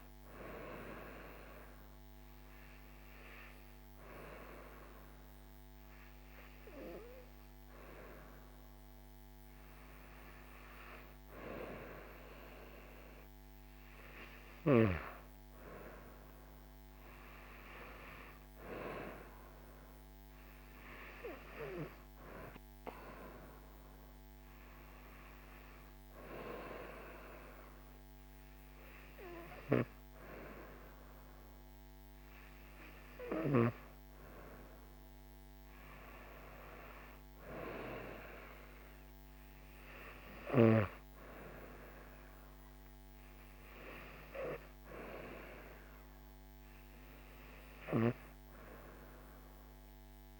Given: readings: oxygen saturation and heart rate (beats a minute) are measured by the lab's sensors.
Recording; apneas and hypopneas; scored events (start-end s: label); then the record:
breathing in sleep by a microphone on the trachea; 1
1.50-12.50 s: obstructive apnea (oxygen 99% before, 96% lowest, heart rate 71 before, 70 extreme, up 1 after)
16.50-20.50 s: arousal
From the record:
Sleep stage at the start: N2 (light sleep); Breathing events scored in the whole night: 565 in 7.1 hours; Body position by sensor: on the right side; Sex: female